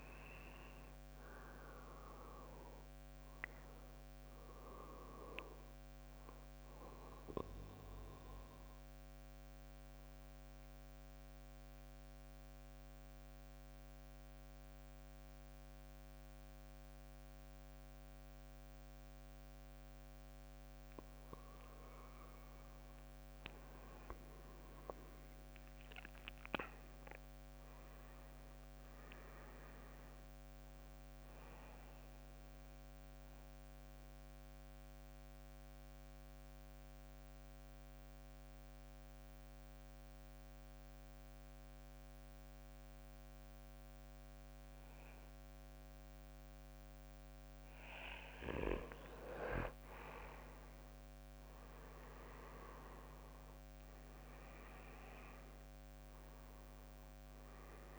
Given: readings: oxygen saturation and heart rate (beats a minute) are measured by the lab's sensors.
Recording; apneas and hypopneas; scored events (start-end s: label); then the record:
breathing in sleep by a microphone on the trachea; 2
0.00-2.50 s: arousal
0.00-17.50 s: oxygen desaturation (device-marked, oxygen 93% lowest, heart rate 52 extreme)
9.50-22.00 s: mixed apnea (oxygen 98% before, 93% lowest, heart rate 66 before, 52 extreme, up 16 after)
25.00-29.00 s: arousal
33.00-48.00 s: mixed apnea (oxygen 98% before, 93% lowest, heart rate 61 before, 52 extreme, up 18 after)
51.50-56.00 s: arousal
52.50-57.99 s: drop in pulse transit time (device-marked, heart rate 57 before, 59 extreme)
53.00-55.50 s: leg movement (device-marked)
55.50-57.99 s: oxygen desaturation (device-marked, oxygen 97% before, 93% lowest, heart rate 58 before, 53 extreme)
From the record:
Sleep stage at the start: N2 (light sleep); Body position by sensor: on the back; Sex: male